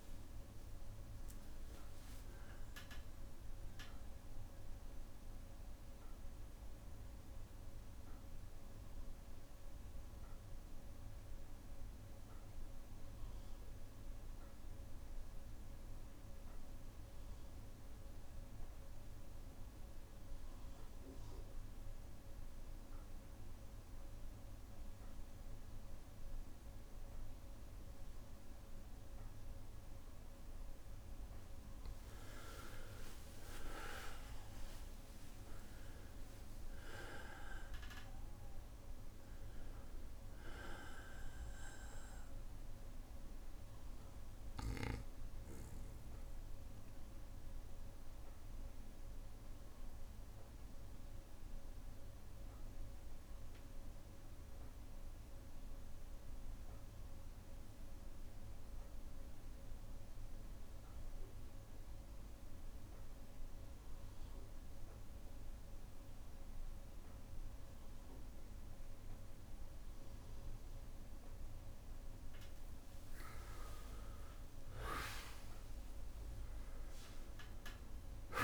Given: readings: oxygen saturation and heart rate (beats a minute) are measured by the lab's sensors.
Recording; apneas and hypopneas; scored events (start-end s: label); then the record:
breathing in sleep by a room microphone; 2
0.00-1.00 s: long interval between heartbeats (device-marked, heart rate 111 extreme)
0.00-12.00 s: oxygen desaturation (device-marked, oxygen 92% lowest, heart rate 59 extreme)
4.50-29.50 s: obstructive apnea (oxygen 99% before, 93% lowest, heart rate 92 before, 59 extreme, up 5 after)
9.00-12.00 s: bradycardia (device-marked, heart rate 67 before, 60 extreme)
31.00-55.00 s: oxygen desaturation (device-marked, oxygen 99% before, 94% lowest, heart rate 61 before, 59 extreme)
32.50-37.50 s: arousal
44.00-72.00 s: obstructive apnea (oxygen 99% before, 92% lowest, heart rate 64 before, 58 extreme, up 5 after)
51.00-55.00 s: bradycardia (device-marked, heart rate 67 before, 59 extreme)
72.00-78.44 s: oxygen desaturation (device-marked, oxygen 99% before, 93% lowest, heart rate 60 before, 58 extreme)
73.50-78.00 s: arousal
From the record:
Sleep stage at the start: N2 (light sleep); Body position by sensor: on the back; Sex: male